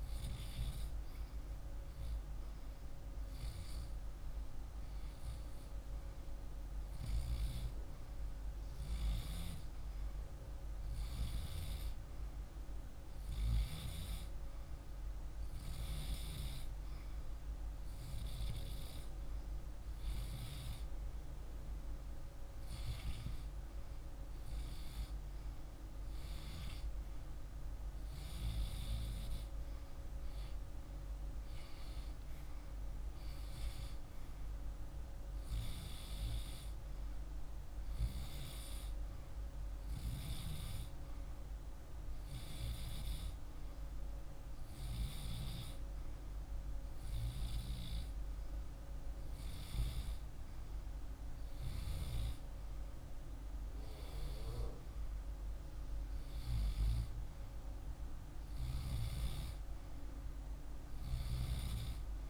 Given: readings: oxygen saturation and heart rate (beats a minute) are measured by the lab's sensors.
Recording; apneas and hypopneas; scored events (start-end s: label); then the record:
breathing in sleep, hard to hear, by a room microphone; none
2.50-12.50 s: oxygen desaturation (device-marked, oxygen 98% before, 95% lowest, heart rate 51 before, 50 extreme)
From the record:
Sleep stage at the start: REM sleep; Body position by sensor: on the left side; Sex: male